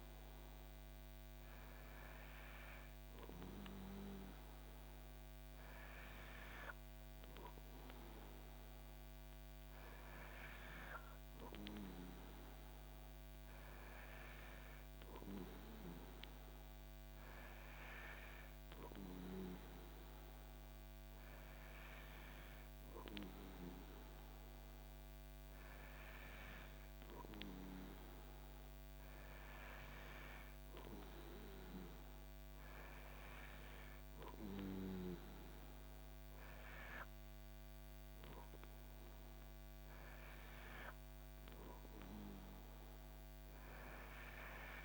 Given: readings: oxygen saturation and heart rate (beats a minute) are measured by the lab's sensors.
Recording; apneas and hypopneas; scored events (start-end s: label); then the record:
breathing in sleep by a microphone on the trachea; none
none scored
From the record:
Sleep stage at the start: N2 (light sleep); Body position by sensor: on the back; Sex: male